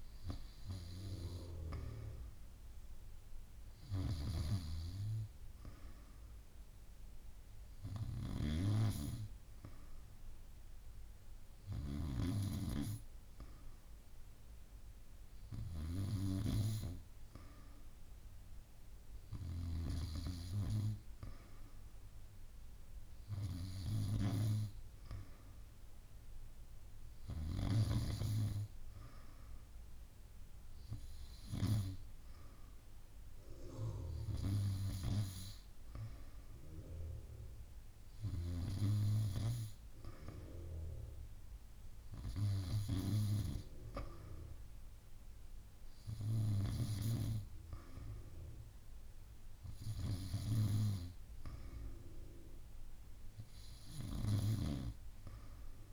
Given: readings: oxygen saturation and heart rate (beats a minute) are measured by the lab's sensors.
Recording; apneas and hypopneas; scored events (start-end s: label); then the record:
breathing in sleep by a room microphone; none
none scored
From the record:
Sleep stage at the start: N2 (light sleep); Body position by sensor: on the back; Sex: female